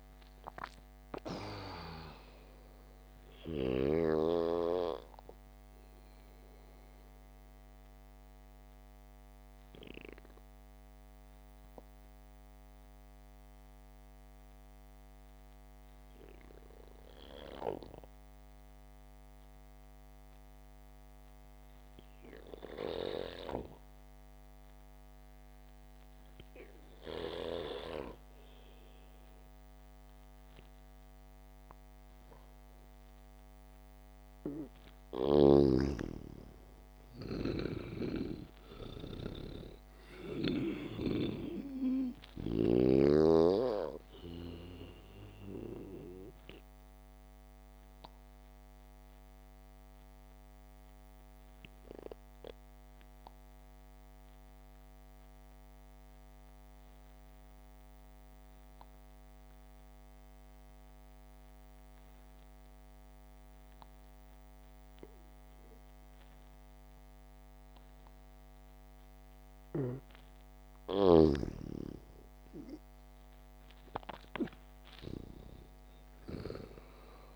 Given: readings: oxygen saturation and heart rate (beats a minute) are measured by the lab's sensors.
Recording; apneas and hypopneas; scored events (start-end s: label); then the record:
breathing in sleep by a microphone on the trachea; 2
0.00-1.00 s: arousal
0.00-9.50 s: oxygen desaturation (device-marked, oxygen 92% lowest, heart rate 63 extreme)
7.50-34.50 s: mixed apnea (oxygen 98% before, 90% lowest, heart rate 70 before, 58 extreme, up 4 after)
11.50-20.50 s: oxygen desaturation (device-marked, oxygen 93% before, 90% lowest, heart rate 71 before, 58 extreme)
35.50-63.50 s: oxygen desaturation (device-marked, oxygen 98% before, 90% lowest, heart rate 68 before, 60 extreme)
36.50-40.50 s: arousal
48.50-70.50 s: mixed apnea (oxygen 98% before, 90% lowest, heart rate 63 before, 64 extreme, up 3 after)
70.50-77.36 s: oxygen desaturation (device-marked, oxygen 98% before, 94% lowest, heart rate 68 before, 66 extreme)
72.50-77.00 s: arousal
From the record:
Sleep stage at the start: N2 (light sleep); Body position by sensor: on the back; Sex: male